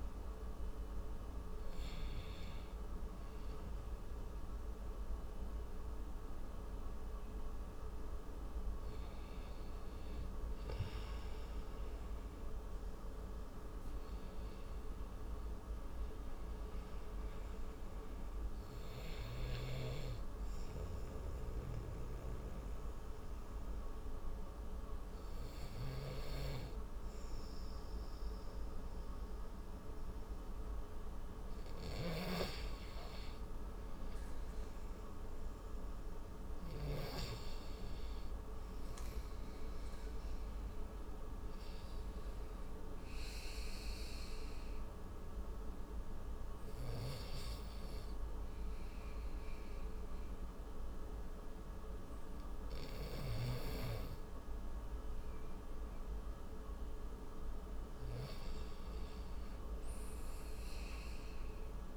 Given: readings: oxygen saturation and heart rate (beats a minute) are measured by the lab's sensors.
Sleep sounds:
breathing in sleep, hard to hear, by a room microphone; 2
14.50-18.00 s: arousal
21.50-33.00 s: mixed apnea (oxygen 97% before, 91% lowest, heart rate 61 before, 59 extreme, up 15 after)
35.00-37.50 s: arousal
42.50-57.00 s: obstructive apnea (oxygen 96% before, 90% lowest, heart rate 61 before, 60 extreme, up 7 after)
58.50-61.97 s: arousal
From the record:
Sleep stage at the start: N2 (light sleep); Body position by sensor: on the right side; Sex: male

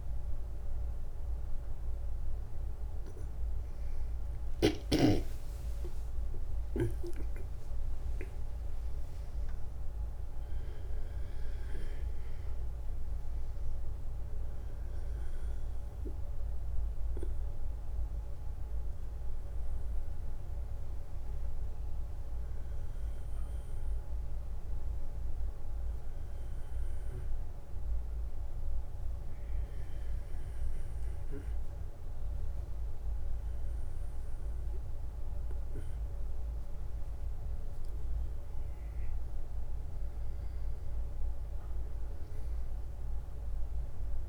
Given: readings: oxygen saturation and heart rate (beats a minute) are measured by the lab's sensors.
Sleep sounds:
breathing in sleep, hard to hear, by a room microphone; none
0.00-16.50 s: oxygen desaturation (device-marked, oxygen 92% lowest, heart rate 61 extreme)
From the record:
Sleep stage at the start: N1 (lightest sleep); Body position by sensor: on the back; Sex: male

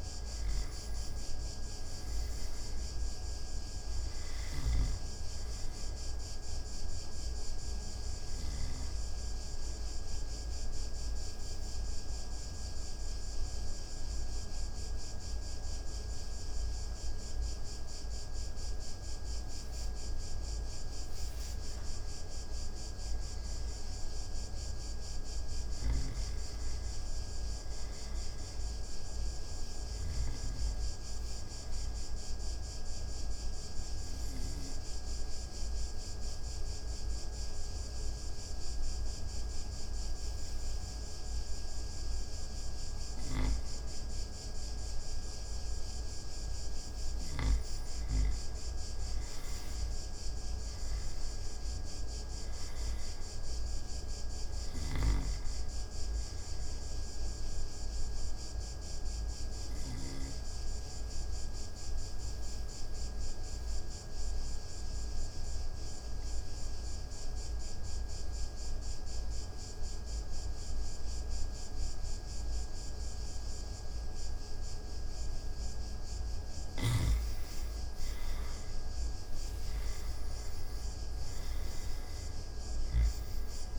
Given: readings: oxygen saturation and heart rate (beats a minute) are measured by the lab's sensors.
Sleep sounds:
breathing in sleep, hard to hear, by a room microphone; 3
0.00-2.00 s: arousal
6.00-22.00 s: oxygen desaturation (device-marked, oxygen 97% before, 91% lowest)
6.50-19.50 s: obstructive apnea (oxygen 97% before, 91% lowest)
21.50-25.50 s: arousal
30.00-43.00 s: obstructive apnea (oxygen 97% before, 87% lowest)
46.50-50.50 s: arousal
54.00-71.00 s: oxygen desaturation (device-marked, oxygen 95% before, 91% lowest)
57.50-75.00 s: obstructive apnea (oxygen 97% before, 87% lowest)
78.00-82.00 s: arousal
From the record:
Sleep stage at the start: N2 (light sleep); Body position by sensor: on the back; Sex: male

